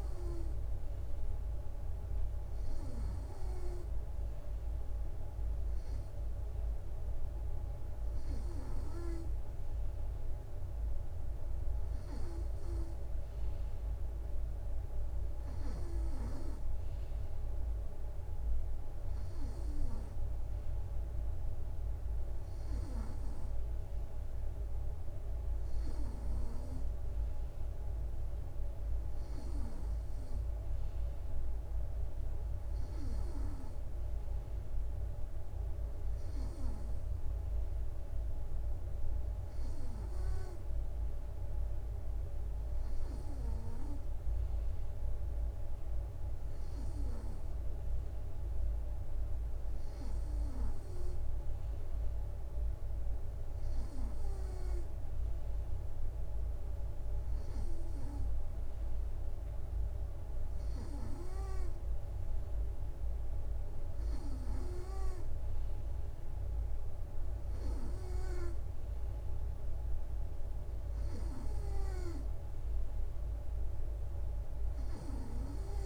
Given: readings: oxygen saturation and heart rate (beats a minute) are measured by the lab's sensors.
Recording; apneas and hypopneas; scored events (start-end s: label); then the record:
breathing in sleep by a room microphone; none
none scored
From the record:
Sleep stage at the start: N3 (deep sleep); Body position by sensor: on the right side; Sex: male